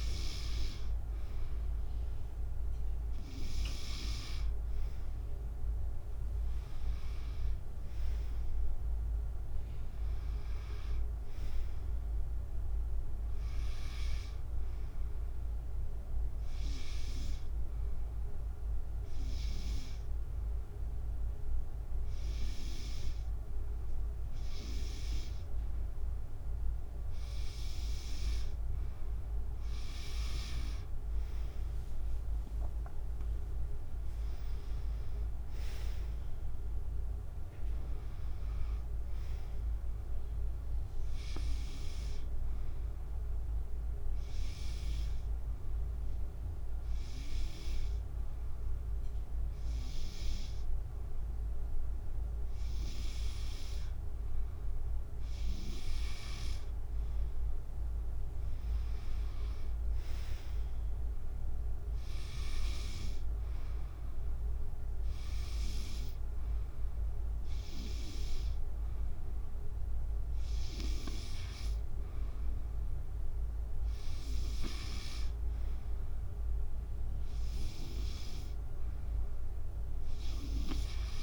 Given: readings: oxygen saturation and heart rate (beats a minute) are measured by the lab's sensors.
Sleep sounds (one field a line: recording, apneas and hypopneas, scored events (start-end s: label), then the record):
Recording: breathing in sleep by a room microphone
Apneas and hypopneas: 3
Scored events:
5.00-18.00 s: drop in pulse transit time (device-marked, heart rate 78 before, 75 extreme)
6.50-10.00 s: arousal
21.50-32.50 s: hypopnea (oxygen 96% before, 91% lowest, heart rate 80 before, 69 extreme, up 15 after)
32.00-44.00 s: drop in pulse transit time (device-marked, heart rate 75 before, 76 extreme)
32.00-48.00 s: oxygen desaturation (device-marked, oxygen 96% before, 91% lowest, heart rate 75 before, 69 extreme)
34.00-38.00 s: arousal
45.00-55.50 s: hypopnea (oxygen 96% before, 92% lowest, heart rate 79 before, 69 extreme, up 12 after)
58.00-68.00 s: drop in pulse transit time (device-marked, heart rate 74 before, 74 extreme)
59.50-62.50 s: arousal
65.00-76.00 s: hypopnea (oxygen 96% before, 92% lowest, heart rate 74 before, 72 extreme, up 6 after)
From the record:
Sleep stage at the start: N2 (light sleep)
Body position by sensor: on the back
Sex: female